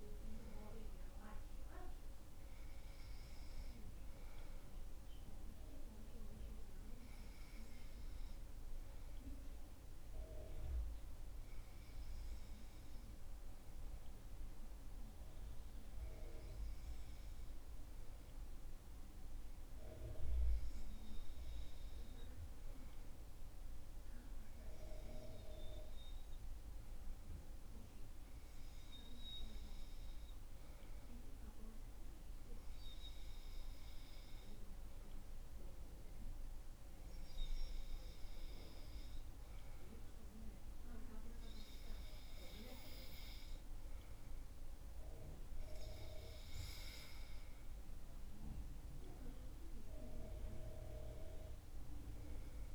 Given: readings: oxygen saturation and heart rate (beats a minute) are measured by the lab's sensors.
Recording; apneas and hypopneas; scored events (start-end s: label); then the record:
breathing in sleep by a room microphone; 1
14.50-43.50 s: hypopnea (oxygen 95% before, 94% lowest, heart rate 70 before, 62 extreme, up 7 after)
46.50-50.00 s: arousal
From the record:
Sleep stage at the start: N2 (light sleep); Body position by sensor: on the back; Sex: male